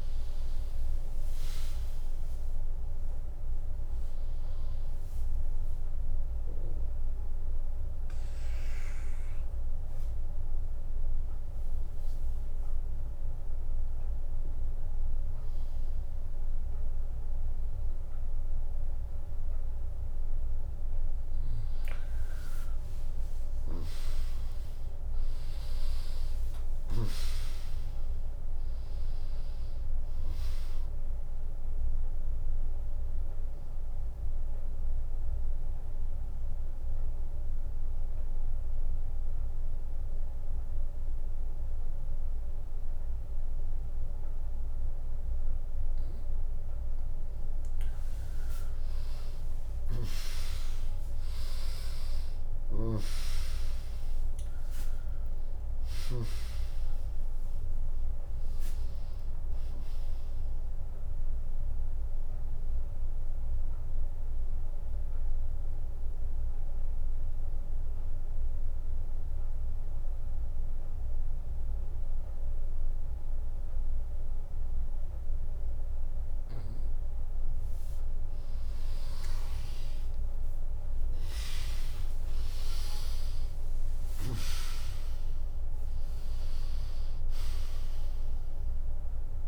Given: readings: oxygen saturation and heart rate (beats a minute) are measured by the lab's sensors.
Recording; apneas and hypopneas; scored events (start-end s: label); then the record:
breathing in sleep by a room microphone; 3
5.00-18.50 s: hypopnea (oxygen 100% before, 95% lowest, heart rate 94 before, 63 extreme, up 4 after)
22.50-27.50 s: arousal
25.00-40.00 s: oxygen desaturation (device-marked, oxygen 99% before, 96% lowest, heart rate 75 before, 62 extreme)
25.00-89.48 s: new sleep stage, N2 (light sleep)
28.00-42.00 s: drop in pulse transit time (device-marked, heart rate 74 before, 80 extreme)
33.50-48.00 s: obstructive apnea (oxygen 99% before, 95% lowest, heart rate 74 before, 62 extreme, up 3 after)
50.50-54.50 s: arousal
55.00-71.00 s: oxygen desaturation (device-marked, oxygen 99% before, 95% lowest, heart rate 75 before, 60 extreme)
56.00-70.00 s: drop in pulse transit time (device-marked, heart rate 74 before, 78 extreme)
63.50-76.50 s: obstructive apnea (oxygen 99% before, 95% lowest, heart rate 75 before, 60 extreme, up 3 after)
78.50-83.00 s: arousal
83.00-89.48 s: oxygen desaturation (device-marked, oxygen 100% before, 96% lowest, heart rate 74 before, 62 extreme)
84.00-89.48 s: drop in pulse transit time (device-marked, heart rate 74 before, 71 extreme)
From the record:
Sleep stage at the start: N1 (lightest sleep); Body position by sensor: on the right side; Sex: female